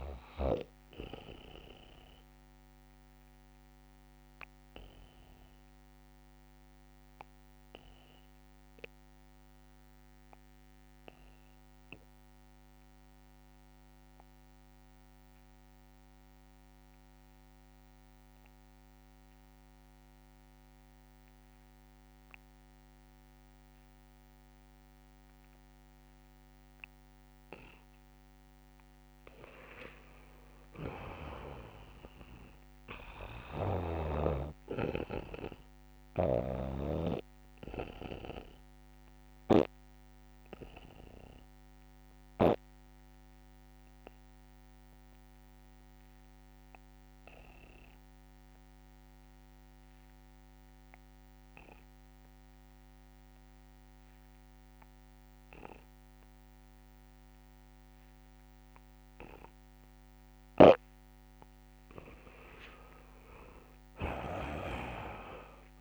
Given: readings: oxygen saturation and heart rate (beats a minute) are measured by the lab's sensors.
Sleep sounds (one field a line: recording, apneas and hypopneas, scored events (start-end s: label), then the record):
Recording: breathing in sleep by a microphone on the trachea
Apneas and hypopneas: 2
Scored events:
0.00-13.50 s: oxygen desaturation (device-marked, oxygen 87% lowest)
2.00-27.00 s: obstructive apnea (oxygen 99% before, 85% lowest)
26.50-55.50 s: oxygen desaturation (device-marked, oxygen 99% before, 87% lowest)
29.00-32.00 s: arousal
35.00-61.00 s: obstructive apnea (oxygen 99% before, 85% lowest)
35.50-42.50 s: snoring (device-marked)
60.00-65.81 s: snoring (device-marked)
62.50-65.81 s: arousal
63.50-65.81 s: oxygen desaturation (device-marked, oxygen 97% before, 85% lowest)
From the record:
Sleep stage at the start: N2 (light sleep)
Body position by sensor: on the back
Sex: male